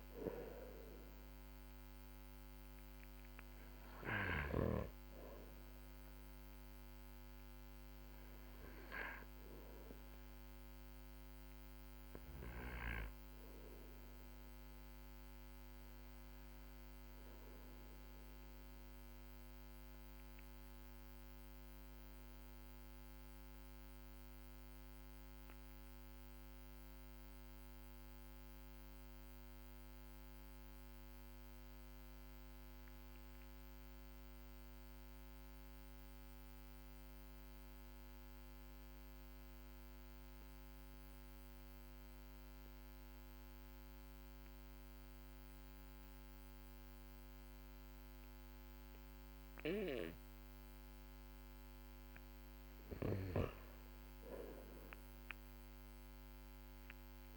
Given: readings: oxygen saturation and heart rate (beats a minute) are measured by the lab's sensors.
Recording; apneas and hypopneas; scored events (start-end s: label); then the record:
breathing in sleep by a microphone on the trachea; 1
7.00-34.00 s: oxygen desaturation (device-marked, oxygen 96% before, 92% lowest, heart rate 53 before, 44 extreme)
10.00-52.00 s: obstructive apnea (oxygen 97% before, 92% lowest, heart rate 50 before, 45 extreme, up 3 after)
53.50-57.37 s: arousal
From the record:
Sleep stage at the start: N2 (light sleep); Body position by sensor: on the back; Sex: male